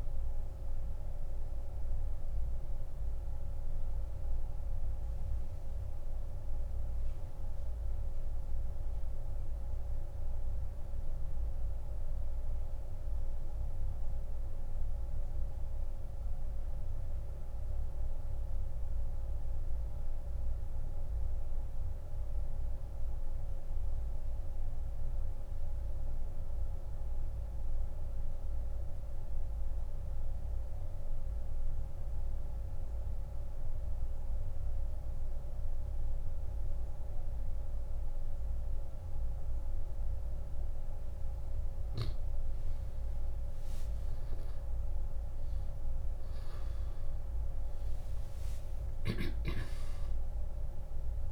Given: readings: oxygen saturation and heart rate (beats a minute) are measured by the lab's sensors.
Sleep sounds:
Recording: breathing in sleep, hard to hear, by a room microphone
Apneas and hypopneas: 1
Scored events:
2.50-40.50 s: central apnea (oxygen 96% before, 87% lowest)
10.50-51.32 s: new sleep stage, N2 (light sleep)
18.50-34.50 s: oxygen desaturation (device-marked, oxygen 93% before, 87% lowest)
43.00-47.50 s: arousal
From the record:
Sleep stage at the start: N1 (lightest sleep)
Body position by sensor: on the back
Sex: male

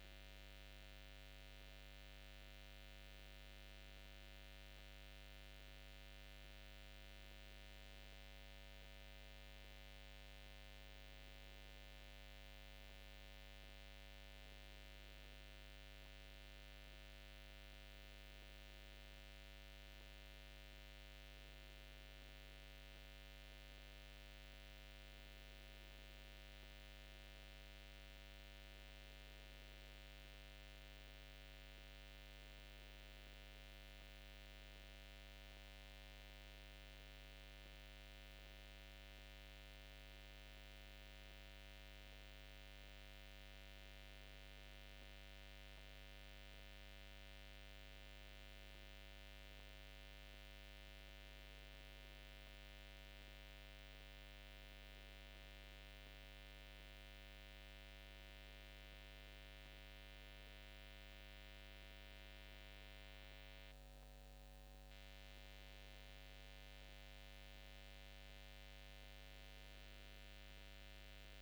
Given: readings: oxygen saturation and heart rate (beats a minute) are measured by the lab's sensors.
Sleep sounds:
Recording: breathing in sleep, hard to hear, by a microphone on the trachea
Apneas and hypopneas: none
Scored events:
37.50-39.50 s: long interval between heartbeats (device-marked, heart rate 80 before, 91 extreme)
58.50-60.50 s: long interval between heartbeats (device-marked, heart rate 84 before, 92 extreme)
From the record:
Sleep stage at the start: N1 (lightest sleep)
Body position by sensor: on the back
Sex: male

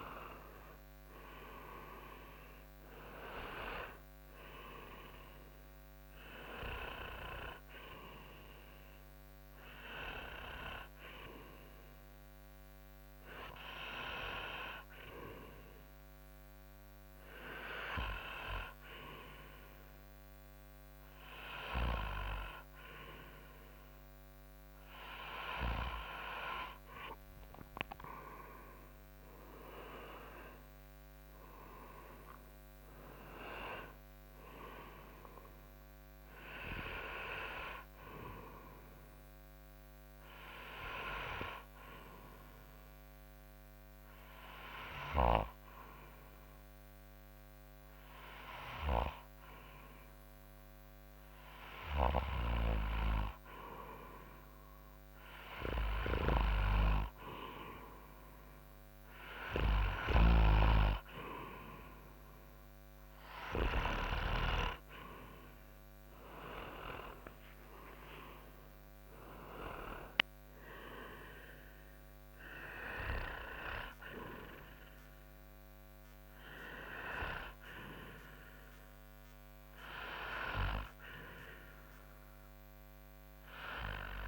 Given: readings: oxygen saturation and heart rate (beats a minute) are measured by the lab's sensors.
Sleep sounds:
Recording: breathing in sleep by a microphone on the trachea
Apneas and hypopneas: 2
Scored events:
0.00-4.00 s: arousal
12.50-26.00 s: hypopnea (oxygen 97% before, 93% lowest)
29.00-33.00 s: arousal
40.50-57.50 s: obstructive apnea (oxygen 96% before, 92% lowest)
65.00-70.00 s: arousal
From the record:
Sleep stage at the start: N2 (light sleep)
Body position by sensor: on the front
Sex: male

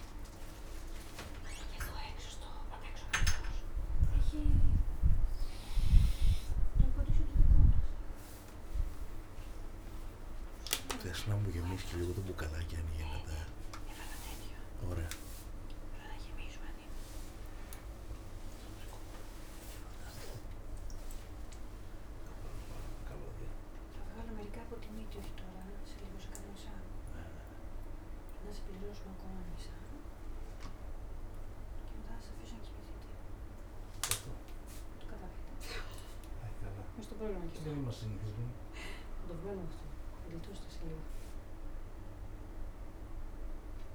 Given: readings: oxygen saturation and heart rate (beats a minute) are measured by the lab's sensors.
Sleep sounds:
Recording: a person awake in a sleep study, by a room microphone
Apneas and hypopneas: none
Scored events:
34.50-43.95 s: oxygen desaturation (device-marked, oxygen 97% before, 93% lowest, heart rate 86 before, 90 extreme)
From the record:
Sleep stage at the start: awake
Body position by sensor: on the back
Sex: male

